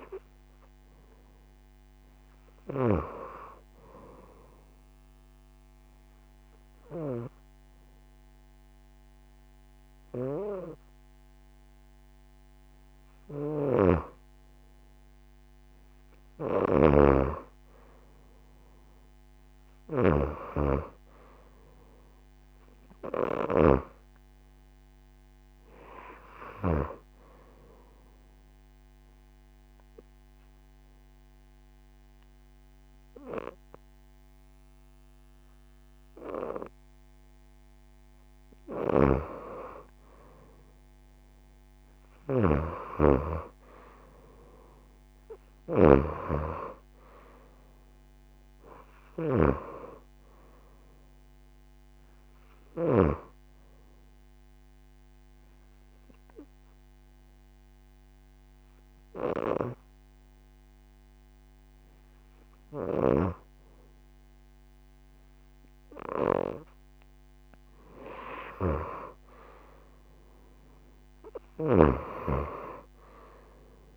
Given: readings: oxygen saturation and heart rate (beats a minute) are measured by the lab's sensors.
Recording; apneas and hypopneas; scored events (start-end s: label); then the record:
breathing in sleep by a microphone on the trachea; 3
0.00-3.00 s: snoring (device-marked)
0.00-12.00 s: oxygen desaturation (device-marked, oxygen 88% lowest)
3.50-14.50 s: obstructive apnea (oxygen 93% before, 87% lowest)
13.50-23.50 s: snoring (device-marked)
17.00-21.00 s: arousal
25.00-36.00 s: oxygen desaturation (device-marked, oxygen 94% before, 89% lowest)
28.50-38.50 s: obstructive apnea (oxygen 95% before, 87% lowest)
38.50-53.00 s: snoring (device-marked)
41.50-45.50 s: arousal
44.00-58.00 s: oxygen desaturation (device-marked, oxygen 93% before, 87% lowest)
54.00-67.00 s: obstructive apnea (oxygen 93% before, 85% lowest)
69.50-72.50 s: arousal
70.00-73.97 s: oxygen desaturation (device-marked, oxygen 94% before, 88% lowest)
From the record:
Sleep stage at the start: N2 (light sleep); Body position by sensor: on the right side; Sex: female